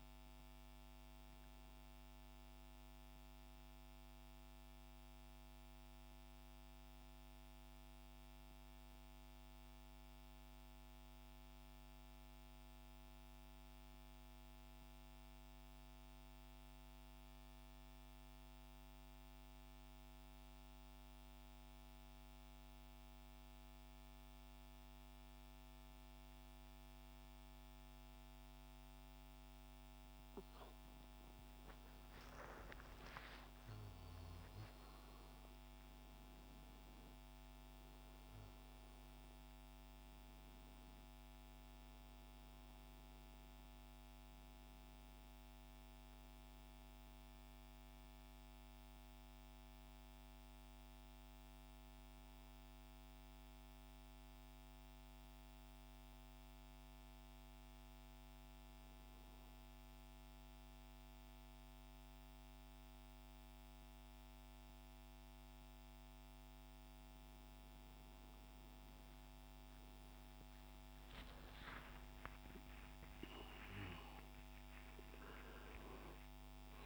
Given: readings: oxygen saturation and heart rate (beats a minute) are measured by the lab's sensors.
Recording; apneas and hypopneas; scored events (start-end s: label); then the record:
breathing in sleep, hard to hear, by a microphone on the trachea; 2
11.00-30.00 s: mixed apnea (oxygen 96% before, 90% lowest, heart rate 74 before, 66 extreme, up 5 after)
26.50-54.50 s: oxygen desaturation (device-marked, oxygen 98% before, 90% lowest, heart rate 69 before, 66 extreme)
32.00-37.00 s: arousal
48.00-67.50 s: mixed apnea (oxygen 98% before, 90% lowest, heart rate 69 before, 67 extreme, up 26 after)
50.50-76.86 s: new sleep stage, N1 (lightest sleep)
71.50-76.86 s: arousal
From the record:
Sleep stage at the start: N2 (light sleep); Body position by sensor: on the back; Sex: male